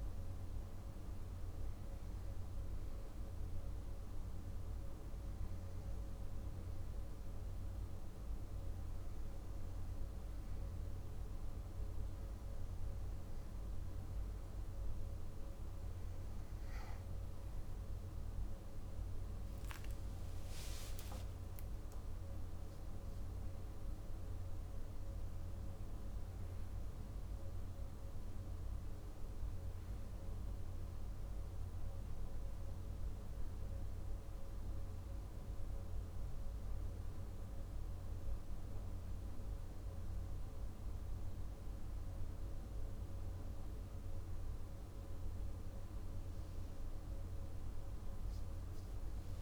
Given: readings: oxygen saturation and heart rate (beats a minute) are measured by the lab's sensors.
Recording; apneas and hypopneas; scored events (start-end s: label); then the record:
breathing in sleep, hard to hear, by a room microphone; none
18.00-22.00 s: arousal
From the record:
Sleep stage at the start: N2 (light sleep); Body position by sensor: on the back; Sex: male